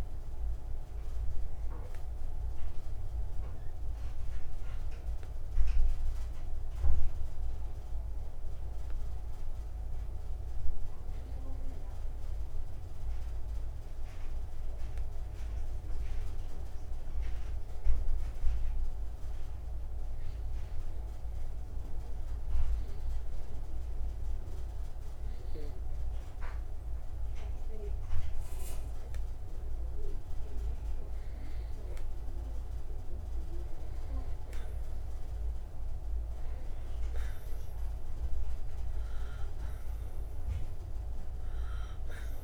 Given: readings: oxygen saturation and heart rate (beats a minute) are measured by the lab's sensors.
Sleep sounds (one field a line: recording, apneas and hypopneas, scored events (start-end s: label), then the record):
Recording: breathing in sleep, hard to hear, by a room microphone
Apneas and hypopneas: 1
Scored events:
0.00-25.00 s: oxygen desaturation (device-marked, oxygen 89% lowest)
5.00-33.00 s: hypopnea (oxygen 98% before, 89% lowest)
35.00-39.00 s: arousal
40.00-42.44 s: oxygen desaturation (device-marked, oxygen 97% before, 92% lowest)
From the record:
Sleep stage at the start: N2 (light sleep)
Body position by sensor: on the right side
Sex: male